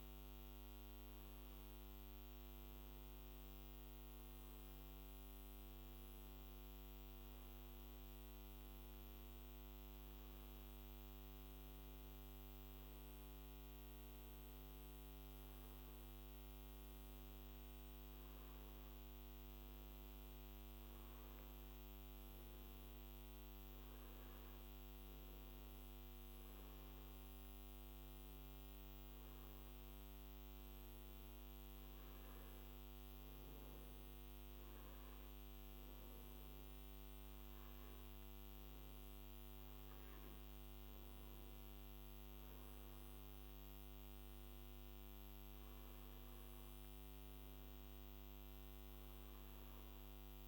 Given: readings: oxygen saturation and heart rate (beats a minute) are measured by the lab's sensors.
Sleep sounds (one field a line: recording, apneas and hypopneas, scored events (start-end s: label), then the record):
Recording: breathing in sleep, hard to hear, by a microphone on the trachea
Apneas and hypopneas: 1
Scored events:
34.50-45.00 s: hypopnea (oxygen 97% before, 93% lowest, heart rate 62 before, 51 extreme, up 8 after)
46.50-50.48 s: arousal
From the record:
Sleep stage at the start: N2 (light sleep)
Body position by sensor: on the back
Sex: male